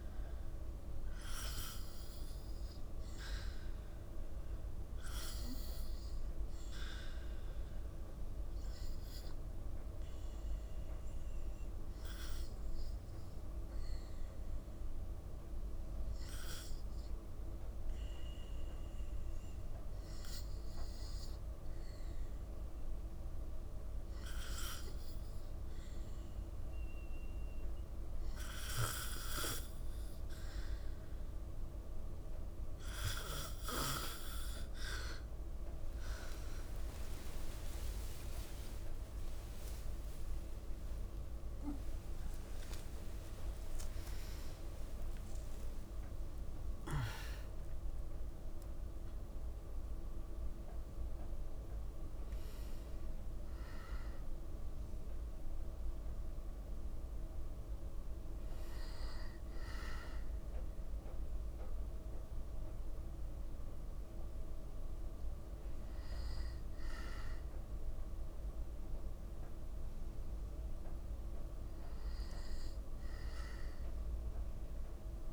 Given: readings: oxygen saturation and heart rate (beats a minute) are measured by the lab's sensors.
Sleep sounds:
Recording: a person partly awake in a sleep study, by a room microphone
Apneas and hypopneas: 1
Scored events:
0.00-2.00 s: arousal
2.50-25.50 s: oxygen desaturation (device-marked, oxygen 95% before, 90% lowest, heart rate 55 before, 57 extreme)
7.00-26.50 s: hypopnea (oxygen 95% before, 89% lowest, heart rate 55 before, 57 extreme, up 4 after)
33.50-63.50 s: new sleep stage, awake
39.50-55.50 s: oxygen desaturation (device-marked, oxygen 94% before, 89% lowest, heart rate 67 before, 55 extreme)
63.50-75.33 s: new sleep stage, N2 (light sleep)
From the record:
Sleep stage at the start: N2 (light sleep)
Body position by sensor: on the back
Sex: female

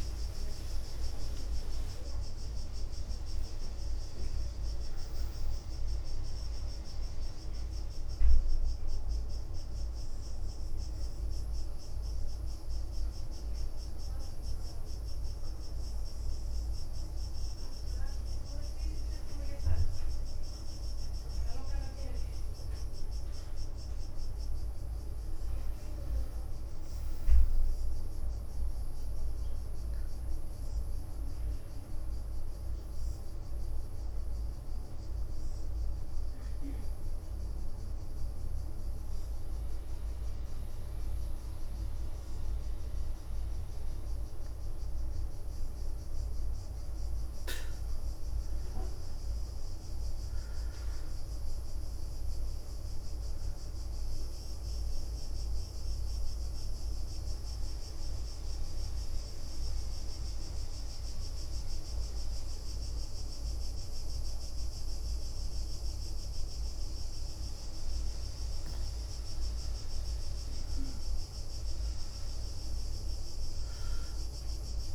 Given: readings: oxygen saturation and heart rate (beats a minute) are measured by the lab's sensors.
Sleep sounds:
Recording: a person partly awake in a sleep study, hard to hear, by a room microphone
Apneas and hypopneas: 2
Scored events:
0.00-13.00 s: oxygen desaturation (device-marked, oxygen 92% lowest, heart rate 66 extreme)
13.50-17.50 s: leg movement (device-marked)
23.00-74.94 s: new sleep stage, N1 (lightest sleep)
23.50-25.00 s: leg movement (device-marked)
25.50-27.00 s: leg movement (device-marked)
29.50-34.50 s: leg movement (device-marked)
32.50-44.50 s: central apnea (oxygen 99% before, 94% lowest, heart rate 69 before, 57 extreme, up 13 after)
36.00-40.00 s: bradycardia (device-marked, heart rate 70 before, 58 extreme)
44.50-54.00 s: leg movement (device-marked)
46.50-49.50 s: arousal
52.00-67.00 s: mixed apnea (oxygen 99% before, 94% lowest, heart rate 65 before, 57 extreme, up 14 after)
55.00-61.00 s: bradycardia (device-marked, heart rate 70 before, 57 extreme)
69.50-73.50 s: arousal
From the record:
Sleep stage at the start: awake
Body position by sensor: on the back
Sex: female

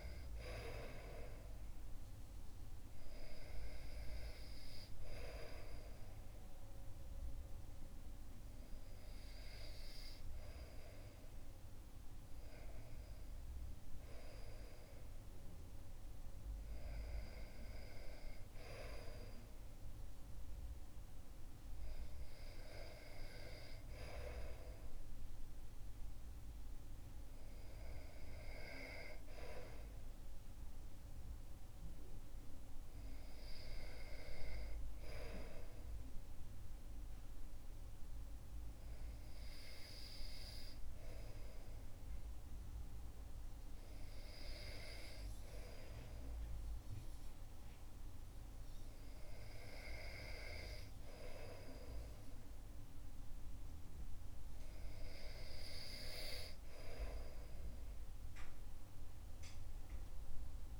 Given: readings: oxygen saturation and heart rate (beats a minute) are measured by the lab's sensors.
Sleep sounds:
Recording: breathing in sleep by a room microphone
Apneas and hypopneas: none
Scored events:
0.00-16.00 s: oxygen desaturation (device-marked, oxygen 94% lowest, heart rate 62 extreme)
From the record:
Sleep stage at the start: REM sleep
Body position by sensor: on the back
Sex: male

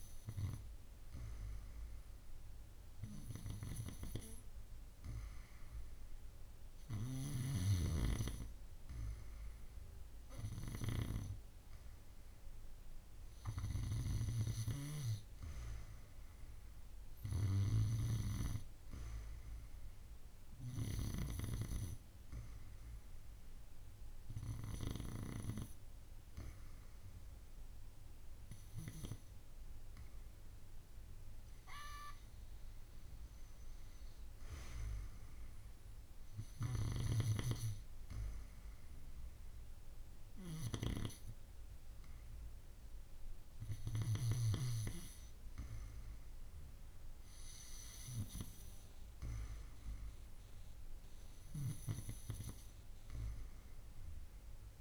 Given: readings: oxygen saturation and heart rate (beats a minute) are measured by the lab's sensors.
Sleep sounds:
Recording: breathing in sleep by a room microphone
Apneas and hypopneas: none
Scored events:
none scored
From the record:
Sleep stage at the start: N2 (light sleep)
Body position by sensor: on the right side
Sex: female

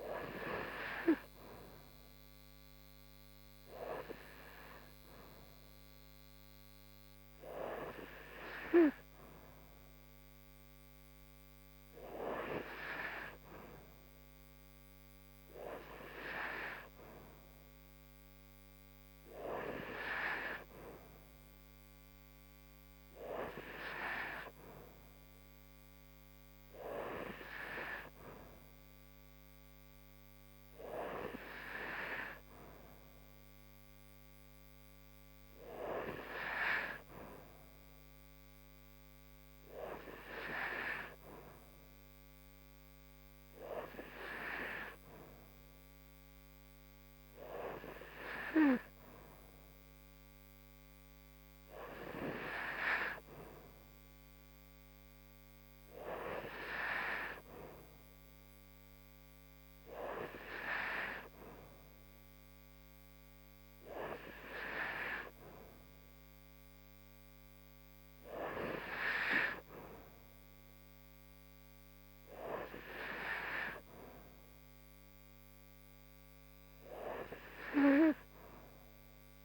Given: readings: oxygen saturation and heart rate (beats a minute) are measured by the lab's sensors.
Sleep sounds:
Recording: breathing in sleep by a microphone on the trachea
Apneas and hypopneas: none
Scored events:
none scored
From the record:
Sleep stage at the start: N3 (deep sleep)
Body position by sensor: upright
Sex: female

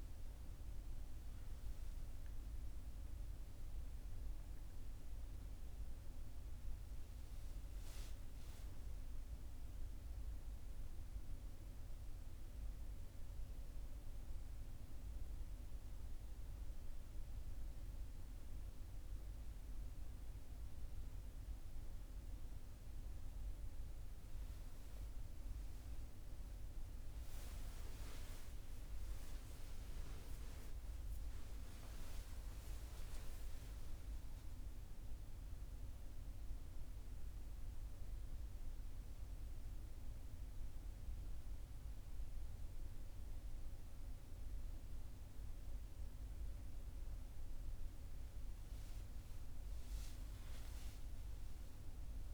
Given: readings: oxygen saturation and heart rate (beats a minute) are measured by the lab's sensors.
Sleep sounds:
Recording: breathing in sleep, hard to hear, by a room microphone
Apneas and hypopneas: none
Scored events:
0.00-14.00 s: oxygen desaturation (device-marked, oxygen 92% lowest, heart rate 45 extreme)
8.00-11.50 s: arousal
47.50-52.34 s: arousal
From the record:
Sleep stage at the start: N1 (lightest sleep)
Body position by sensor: on the back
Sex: male

